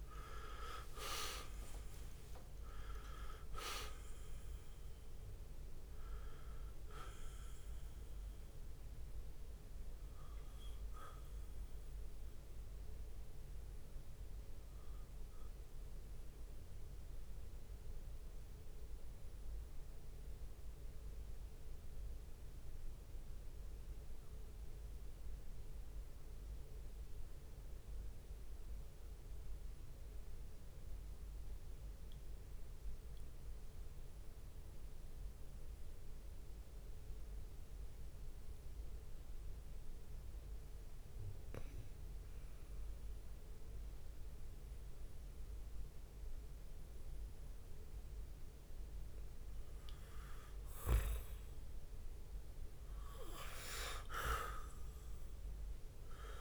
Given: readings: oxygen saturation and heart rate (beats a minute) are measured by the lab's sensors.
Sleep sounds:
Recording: breathing in sleep by a room microphone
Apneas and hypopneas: 1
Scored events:
0.00-5.50 s: leg movement (device-marked)
0.00-22.50 s: bradycardia (device-marked)
0.00-24.50 s: oxygen desaturation (device-marked, oxygen 88% lowest)
0.50-2.50 s: long interval between heartbeats (device-marked)
6.50-15.50 s: leg movement (device-marked)
13.00-51.50 s: obstructive apnea (oxygen 96% before, 88% lowest)
19.50-56.41 s: new sleep stage, REM sleep
46.50-56.41 s: oxygen desaturation (device-marked, oxygen 99% before, 91% lowest)
53.50-56.41 s: bradycardia (device-marked)
54.50-56.41 s: arousal
From the record:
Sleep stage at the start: N2 (light sleep)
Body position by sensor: on the back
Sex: male

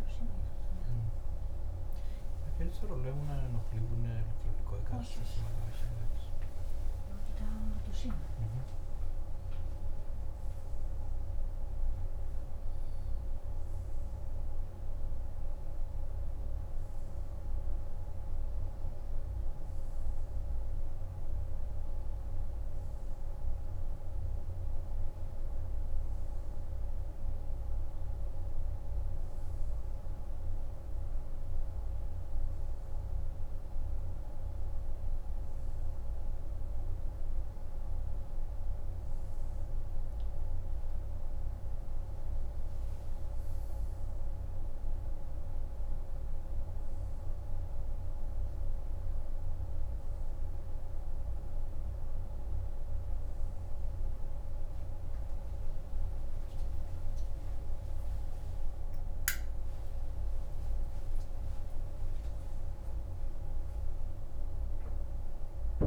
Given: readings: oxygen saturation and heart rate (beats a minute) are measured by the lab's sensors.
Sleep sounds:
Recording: a person awake in a sleep study, hard to hear, by a room microphone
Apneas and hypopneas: none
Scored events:
34.00-65.87 s: new sleep stage, N2 (light sleep)
From the record:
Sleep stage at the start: awake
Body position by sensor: on the right side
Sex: male

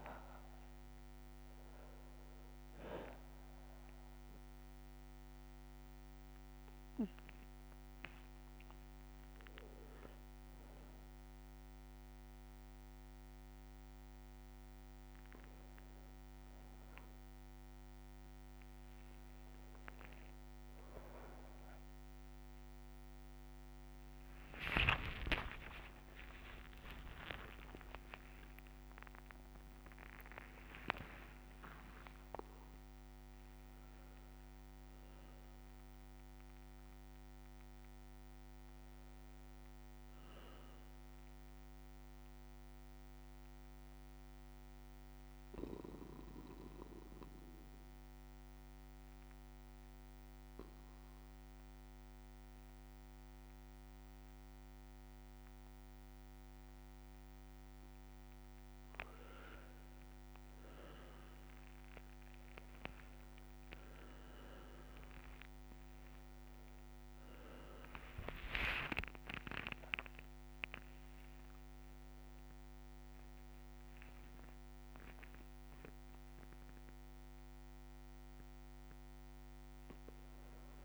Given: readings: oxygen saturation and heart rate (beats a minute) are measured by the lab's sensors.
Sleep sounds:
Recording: a person partly awake in a sleep study, by a microphone on the trachea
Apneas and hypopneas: 1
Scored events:
0.00-2.50 s: arousal
0.00-20.00 s: oxygen desaturation (device-marked, oxygen 93% lowest, heart rate 60 extreme)
16.00-46.00 s: new sleep stage, N1 (lightest sleep)
21.00-23.00 s: long interval between heartbeats (device-marked, heart rate 61 before, 71 extreme)
25.00-27.00 s: long interval between heartbeats (device-marked, heart rate 64 before, 100 extreme)
25.00-31.50 s: arousal
25.00-55.00 s: tachycardia (device-marked, heart rate 62 before, 118 extreme)
28.00-30.00 s: long interval between heartbeats (device-marked, heart rate 69 before, 102 extreme)
31.00-33.00 s: long interval between heartbeats (device-marked, heart rate 75 before, 103 extreme)
43.00-57.50 s: obstructive apnea (oxygen 99% before, 95% lowest)
46.00-80.85 s: new sleep stage, awake
63.00-65.00 s: long interval between heartbeats (device-marked)
63.00-80.85 s: oxygen desaturation (device-marked, oxygen 98% before, 95% lowest)
67.00-80.85 s: bradycardia (device-marked)
From the record:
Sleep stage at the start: N2 (light sleep)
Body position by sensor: on the back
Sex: male

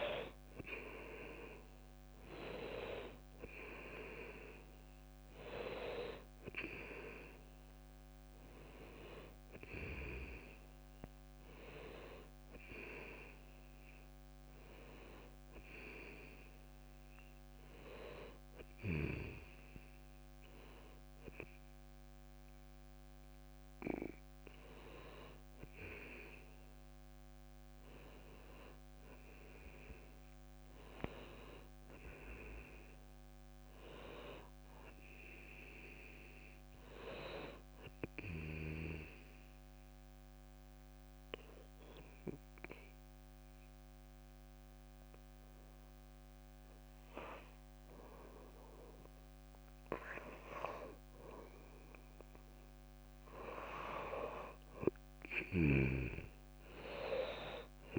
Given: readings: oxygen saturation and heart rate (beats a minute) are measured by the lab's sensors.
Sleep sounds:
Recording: breathing in sleep by a microphone on the trachea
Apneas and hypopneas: 1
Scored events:
0.00-14.50 s: oxygen desaturation (device-marked, oxygen 74% lowest, heart rate 68 extreme)
36.50-46.50 s: drop in pulse transit time (device-marked, heart rate 71 before, 67 extreme)
40.00-51.00 s: hypopnea (oxygen 99% before, 85% lowest, heart rate 72 before, 56 extreme, up 4 after)
55.50-57.99 s: arousal
55.50-57.99 s: oxygen desaturation (device-marked, oxygen 98% before, 94% lowest, heart rate 69 before, 56 extreme)
55.50-57.99 s: snoring (device-marked)
From the record:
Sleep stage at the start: N2 (light sleep)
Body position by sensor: on the back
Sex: female

